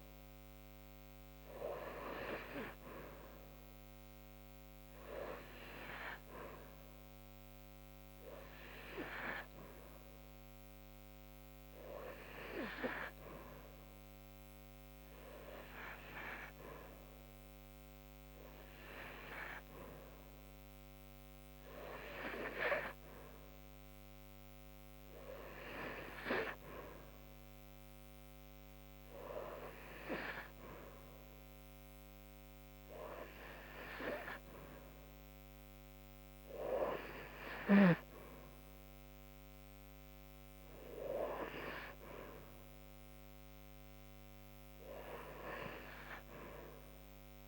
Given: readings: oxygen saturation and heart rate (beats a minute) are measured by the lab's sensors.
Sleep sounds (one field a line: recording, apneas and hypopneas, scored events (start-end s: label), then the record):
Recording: breathing in sleep by a microphone on the trachea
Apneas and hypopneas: none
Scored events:
4.50-16.50 s: oxygen desaturation (device-marked, oxygen 93% before, 90% lowest, heart rate 81 before, 81 extreme)
From the record:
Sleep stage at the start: N2 (light sleep)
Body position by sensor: on the right side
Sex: female